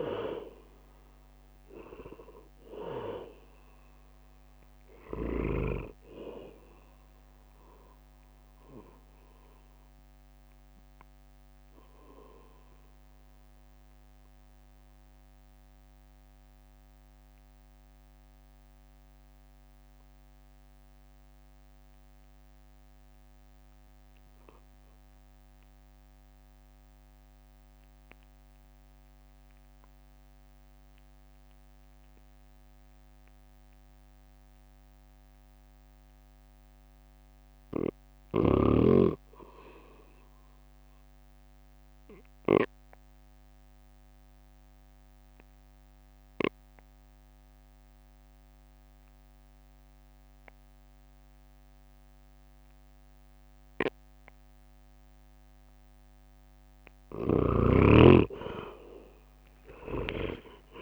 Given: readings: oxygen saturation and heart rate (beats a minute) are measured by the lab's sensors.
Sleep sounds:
breathing in sleep by a microphone on the trachea; 1
0.00-3.00 s: oxygen desaturation (device-marked, oxygen 88% lowest, heart rate 52 extreme)
0.00-11.00 s: drop in pulse transit time (device-marked, heart rate 59 extreme)
11.50-55.50 s: mixed apnea (oxygen 94% before, 85% lowest, heart rate 65 before, 52 extreme, up 16 after)
16.00-60.82 s: new sleep stage, N2 (light sleep)
21.00-32.00 s: oxygen desaturation (device-marked, oxygen 88% before, 85% lowest, heart rate 58 before, 52 extreme)
36.00-49.00 s: drop in pulse transit time (device-marked, heart rate 56 before, 53 extreme)
58.50-60.82 s: arousal
From the record:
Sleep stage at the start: N1 (lightest sleep); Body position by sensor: on the right side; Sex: male

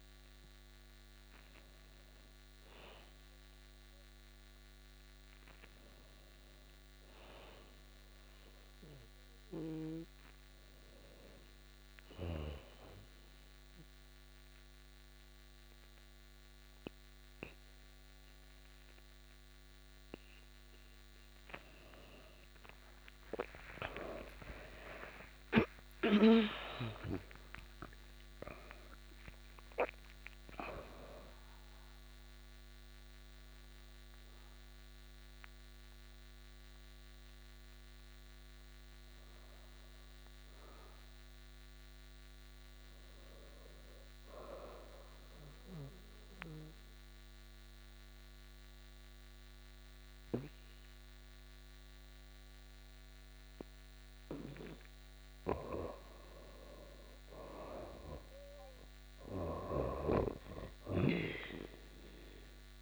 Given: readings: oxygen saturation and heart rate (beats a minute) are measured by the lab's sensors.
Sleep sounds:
breathing in sleep by a microphone on the trachea; 2
11.50-21.50 s: mixed apnea (oxygen 96% before, 88% lowest)
22.00-26.00 s: arousal
27.50-42.50 s: oxygen desaturation (device-marked, oxygen 95% before, 89% lowest)
43.50-54.50 s: obstructive apnea (oxygen 97% before, 88% lowest)
57.50-62.00 s: arousal
61.50-62.82 s: oxygen desaturation (device-marked, oxygen 95% before, 88% lowest)
From the record:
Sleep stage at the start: N2 (light sleep); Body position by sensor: on the back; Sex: female

